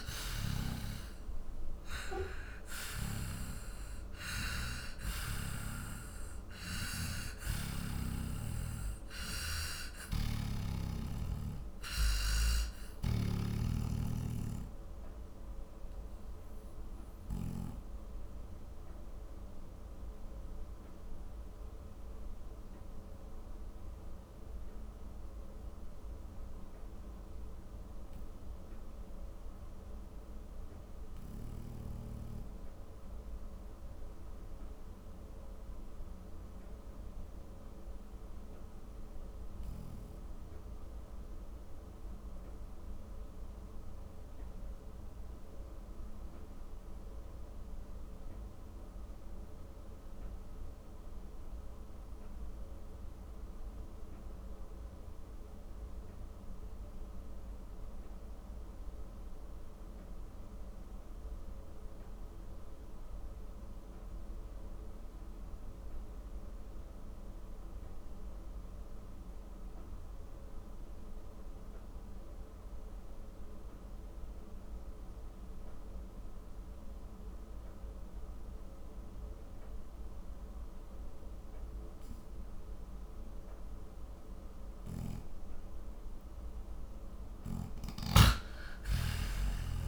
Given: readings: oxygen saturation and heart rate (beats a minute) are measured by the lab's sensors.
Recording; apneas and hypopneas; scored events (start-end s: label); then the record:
breathing in sleep by a room microphone; 1
0.00-1.00 s: snoring (device-marked)
0.00-44.50 s: oxygen desaturation (device-marked, oxygen 88% lowest, heart rate 38 extreme)
10.00-13.50 s: snoring (device-marked)
15.00-85.50 s: obstructive apnea (oxygen 97% before, 84% lowest, heart rate 65 before, 38 extreme, up 21 after)
74.50-89.88 s: oxygen desaturation (device-marked, oxygen 97% before, 84% lowest, heart rate 48 before, 34 extreme)
88.00-89.88 s: snoring (device-marked)
88.50-89.88 s: arousal
From the record:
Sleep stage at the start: N2 (light sleep); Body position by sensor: on the back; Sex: male